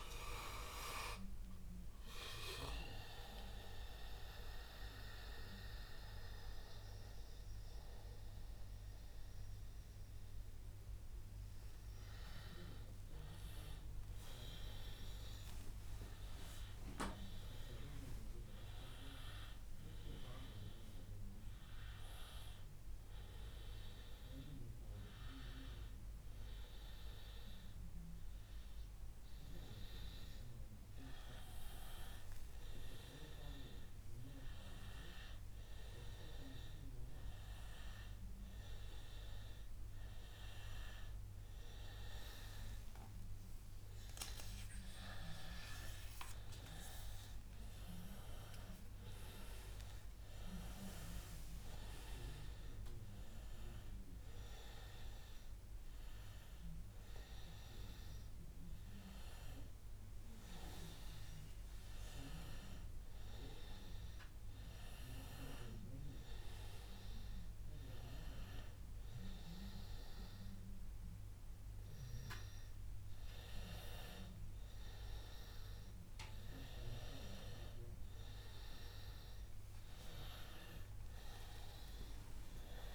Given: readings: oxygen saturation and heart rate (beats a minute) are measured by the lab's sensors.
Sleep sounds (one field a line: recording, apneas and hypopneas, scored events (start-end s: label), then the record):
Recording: breathing in sleep by a room microphone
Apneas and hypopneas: none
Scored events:
none scored
From the record:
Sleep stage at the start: N2 (light sleep)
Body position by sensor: on the back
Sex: male